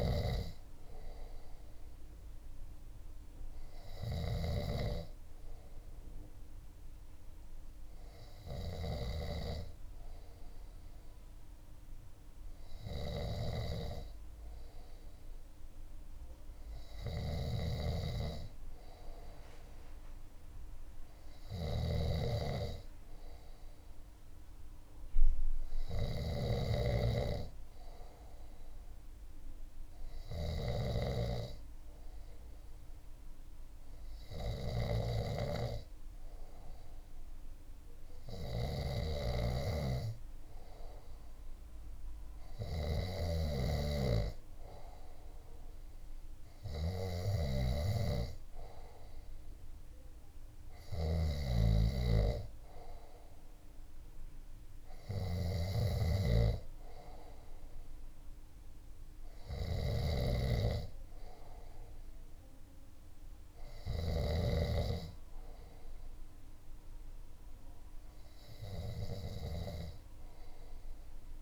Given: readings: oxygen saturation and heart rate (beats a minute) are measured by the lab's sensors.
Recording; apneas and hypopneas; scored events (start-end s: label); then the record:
breathing in sleep by a room microphone; none
16.50-26.00 s: snoring (device-marked)
34.50-64.00 s: snoring (device-marked)
From the record:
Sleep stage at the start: N2 (light sleep); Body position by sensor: on the left side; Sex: male